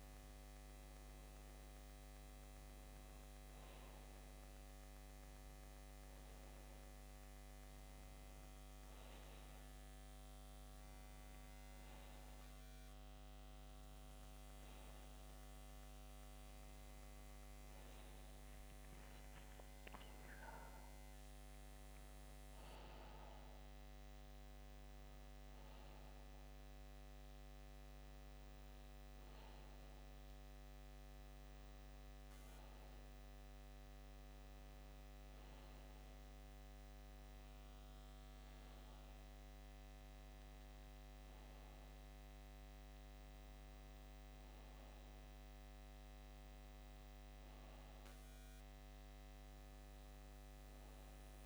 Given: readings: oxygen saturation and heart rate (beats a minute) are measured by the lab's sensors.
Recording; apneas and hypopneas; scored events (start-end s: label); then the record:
breathing in sleep, hard to hear, by a microphone on the trachea; none
none scored
From the record:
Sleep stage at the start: N2 (light sleep); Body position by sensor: on the back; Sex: male